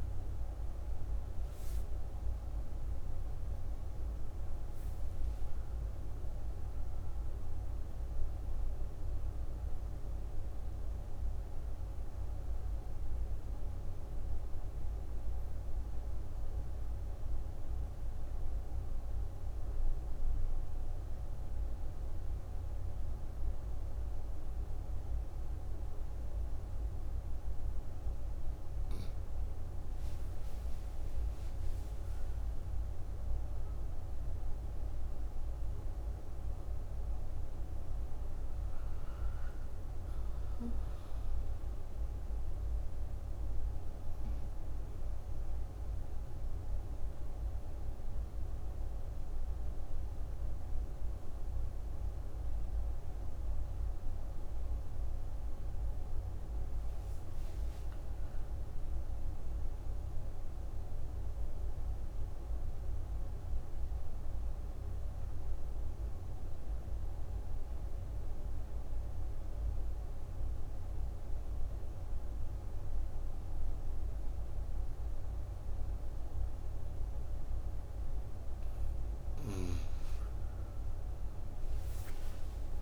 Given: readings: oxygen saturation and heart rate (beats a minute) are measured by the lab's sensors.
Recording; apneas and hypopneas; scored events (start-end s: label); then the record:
breathing in sleep, hard to hear, by a room microphone; 3
0.00-3.50 s: arousal
0.50-22.50 s: oxygen desaturation (device-marked, oxygen 96% before, 90% lowest)
13.00-28.00 s: obstructive apnea (oxygen 96% before, 90% lowest)
30.00-35.00 s: arousal
36.50-54.50 s: oxygen desaturation (device-marked, oxygen 97% before, 93% lowest)
41.50-55.00 s: obstructive apnea (oxygen 97% before, 89% lowest)
56.50-59.50 s: arousal
61.00-78.00 s: obstructive apnea (oxygen 97% before, 89% lowest)
74.50-82.82 s: oxygen desaturation (device-marked, oxygen 98% before, 89% lowest)
80.50-82.82 s: arousal
From the record:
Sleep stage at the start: N2 (light sleep); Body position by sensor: on the right side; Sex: female